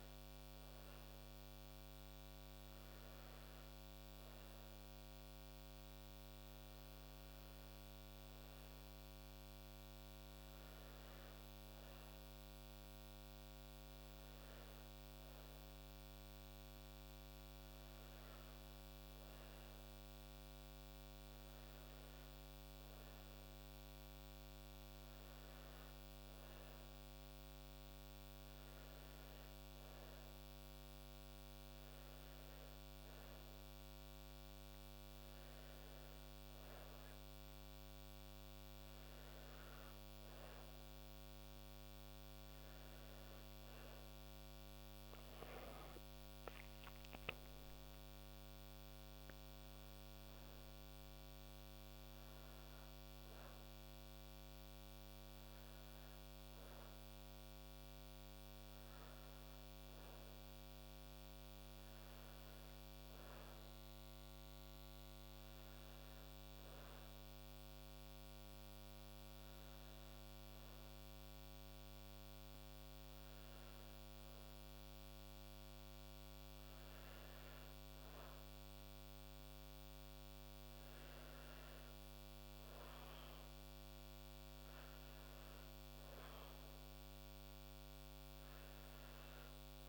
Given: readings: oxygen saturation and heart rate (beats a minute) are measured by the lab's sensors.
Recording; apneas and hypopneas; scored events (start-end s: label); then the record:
breathing in sleep, hard to hear, by a microphone on the trachea; none
43.00-48.00 s: arousal
From the record:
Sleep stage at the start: N1 (lightest sleep); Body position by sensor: on the back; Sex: female